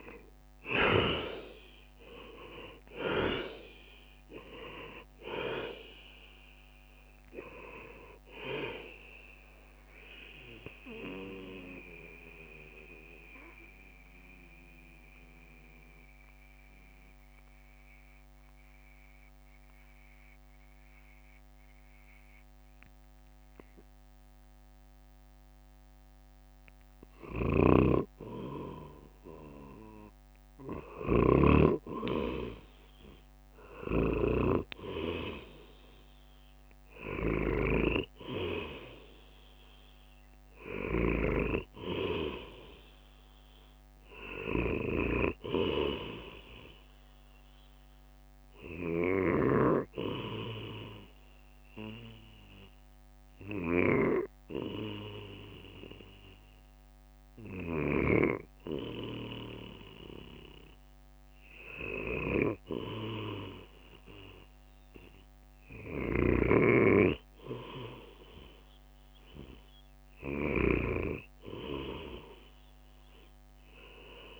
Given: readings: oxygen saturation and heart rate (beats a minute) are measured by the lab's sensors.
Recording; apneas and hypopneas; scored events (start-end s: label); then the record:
breathing in sleep by a microphone on the trachea; 2
0.00-2.50 s: arousal
0.00-13.50 s: drop in pulse transit time (device-marked, heart rate 63 extreme)
0.00-32.50 s: oxygen desaturation (device-marked, oxygen 66% lowest, heart rate 54 extreme)
10.00-27.00 s: central apnea (oxygen 82% before, 66% lowest, heart rate 70 before, 56 extreme, up 9 after)
33.00-37.00 s: arousal
34.50-51.50 s: drop in pulse transit time (device-marked, heart rate 60 before, 58 extreme)
50.00-63.50 s: obstructive apnea (oxygen 100% before, 94% lowest, heart rate 63 before, 57 extreme, up 3 after)
66.00-70.50 s: arousal
68.50-74.40 s: drop in pulse transit time (device-marked, heart rate 58 before, 53 extreme)
From the record:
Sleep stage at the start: REM sleep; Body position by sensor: on the right side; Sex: male